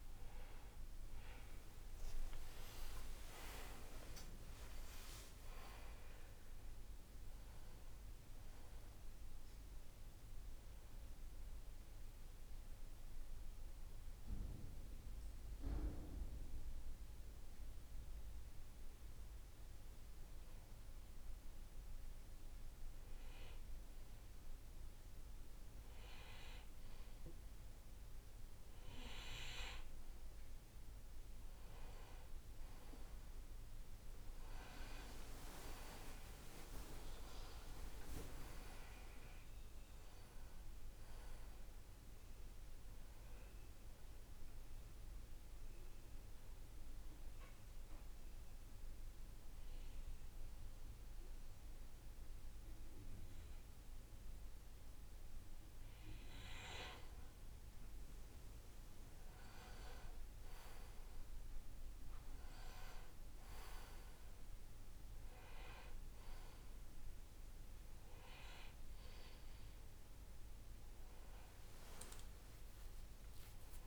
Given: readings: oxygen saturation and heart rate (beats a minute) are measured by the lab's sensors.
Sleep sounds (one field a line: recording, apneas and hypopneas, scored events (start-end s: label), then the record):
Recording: breathing in sleep by a room microphone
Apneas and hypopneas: 2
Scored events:
2.00-5.50 s: arousal
11.50-27.00 s: hypopnea (oxygen 94% before, 91% lowest, heart rate 69 before, 54 extreme, up 11 after)
29.50-33.50 s: arousal
29.50-43.50 s: oxygen desaturation (device-marked, oxygen 96% before, 93% lowest, heart rate 62 before, 55 extreme)
43.50-56.00 s: obstructive apnea (oxygen 96% before, 91% lowest, heart rate 63 before, 55 extreme, up 13 after)
58.50-62.00 s: arousal
63.50-73.87 s: oxygen desaturation (device-marked, oxygen 97% before, 91% lowest, heart rate 61 before, 54 extreme)
From the record:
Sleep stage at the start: N2 (light sleep)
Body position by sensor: on the right side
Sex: male